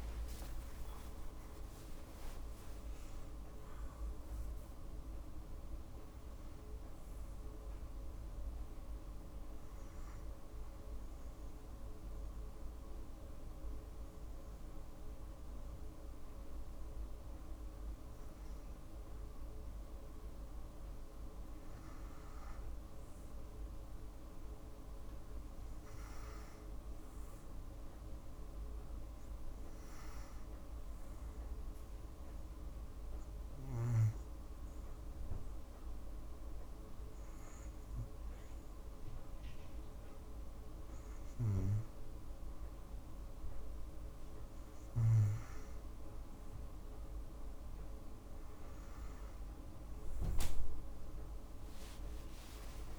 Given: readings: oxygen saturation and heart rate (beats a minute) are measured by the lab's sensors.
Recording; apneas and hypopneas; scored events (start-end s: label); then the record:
breathing in sleep, hard to hear, by a room microphone; 2
0.00-5.00 s: oxygen desaturation (device-marked, oxygen 92% lowest, heart rate 56 extreme)
9.50-20.50 s: obstructive apnea (oxygen 98% before, 92% lowest, heart rate 62 before, 56 extreme, up 2 after)
26.00-29.00 s: arousal
31.00-40.00 s: oxygen desaturation (device-marked, oxygen 97% before, 94% lowest, heart rate 57 before, 57 extreme)
33.00-44.50 s: hypopnea (oxygen 98% before, 92% lowest, heart rate 57 before, 57 extreme, up 2 after)
49.50-52.99 s: arousal
From the record:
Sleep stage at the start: N2 (light sleep); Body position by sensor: on the back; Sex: female